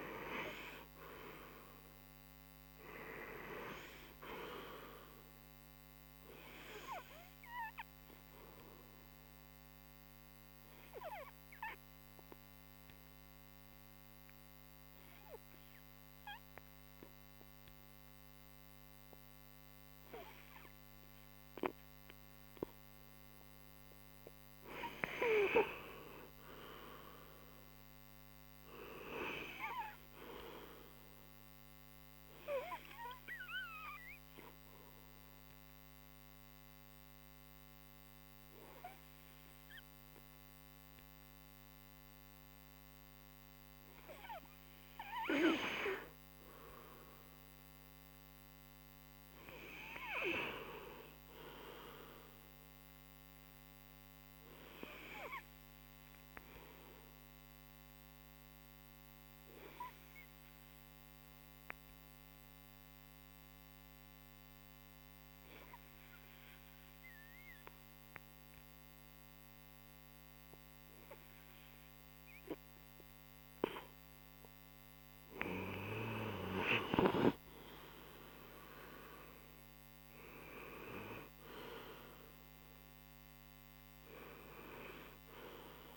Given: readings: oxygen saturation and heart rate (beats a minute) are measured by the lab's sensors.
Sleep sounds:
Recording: breathing in sleep by a microphone on the trachea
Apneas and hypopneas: 2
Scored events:
0.00-1.00 s: arousal
12.50-23.00 s: hypopnea (oxygen 98% before, 90% lowest)
15.00-24.00 s: oxygen desaturation (device-marked, oxygen 94% before, 90% lowest)
23.50-27.00 s: arousal
32.00-41.00 s: oxygen desaturation (device-marked, oxygen 96% before, 93% lowest)
54.00-57.50 s: arousal
60.50-72.50 s: hypopnea (oxygen 98% before, 91% lowest)
74.50-77.50 s: arousal
81.00-85.97 s: oxygen desaturation (device-marked, oxygen 97% before, 93% lowest)
From the record:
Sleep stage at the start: N2 (light sleep)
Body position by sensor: on the right side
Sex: male

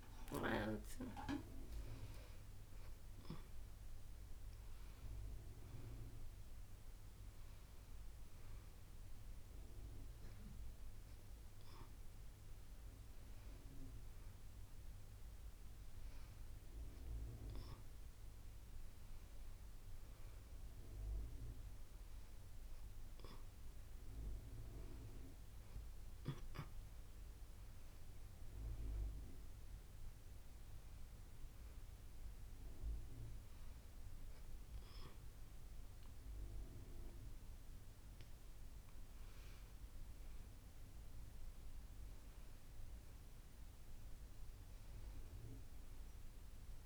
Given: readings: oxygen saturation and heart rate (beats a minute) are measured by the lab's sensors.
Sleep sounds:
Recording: a person awake in a sleep study, by a room microphone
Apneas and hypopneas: none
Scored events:
none scored
From the record:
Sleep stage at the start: awake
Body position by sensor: on the back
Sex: female

